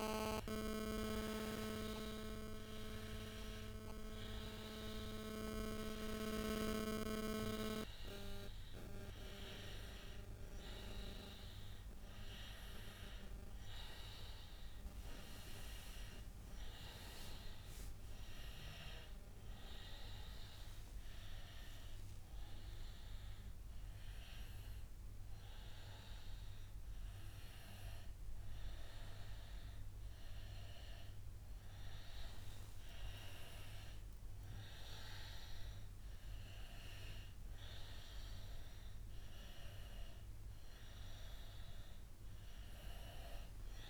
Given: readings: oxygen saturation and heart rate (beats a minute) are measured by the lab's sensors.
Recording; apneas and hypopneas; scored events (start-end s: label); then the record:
a person awake in a sleep study, by a room microphone; none
none scored
From the record:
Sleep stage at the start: awake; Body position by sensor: on the back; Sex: male